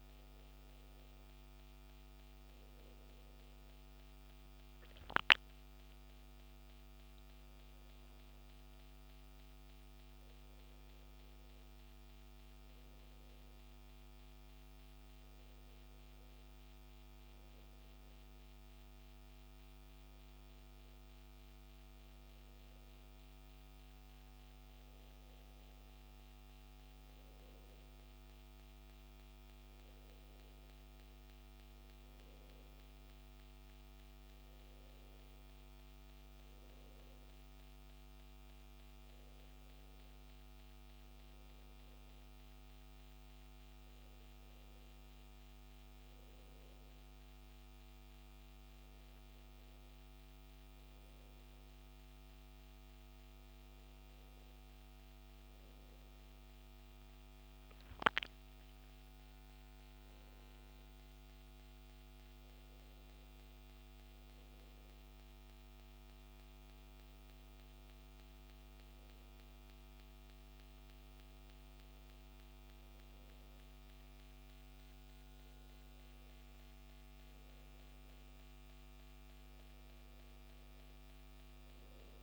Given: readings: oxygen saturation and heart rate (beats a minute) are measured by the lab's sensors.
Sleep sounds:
breathing in sleep, hard to hear, by a microphone on the trachea; none
none scored
From the record:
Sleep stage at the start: N2 (light sleep); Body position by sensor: on the back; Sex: male

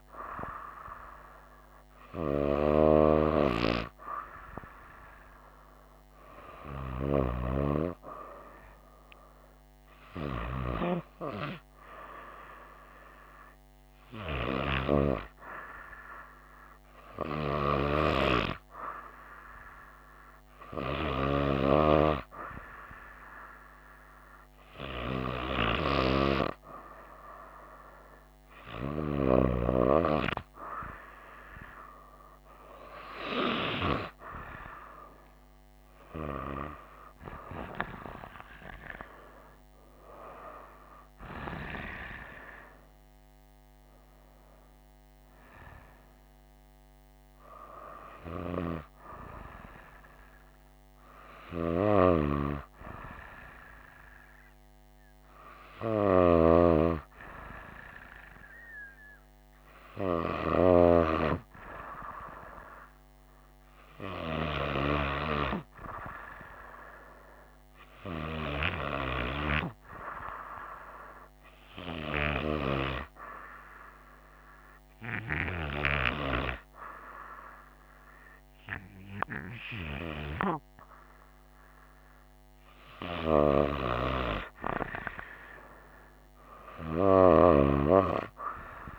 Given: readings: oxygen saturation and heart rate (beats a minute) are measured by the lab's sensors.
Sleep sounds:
breathing in sleep by a microphone on the trachea; 1
42.00-46.00 s: arousal
72.00-83.50 s: hypopnea (oxygen 96% before, 94% lowest, heart rate 65 before, 61 extreme, up 0 after)
85.50-88.99 s: arousal
From the record:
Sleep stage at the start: N2 (light sleep); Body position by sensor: on the right side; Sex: female

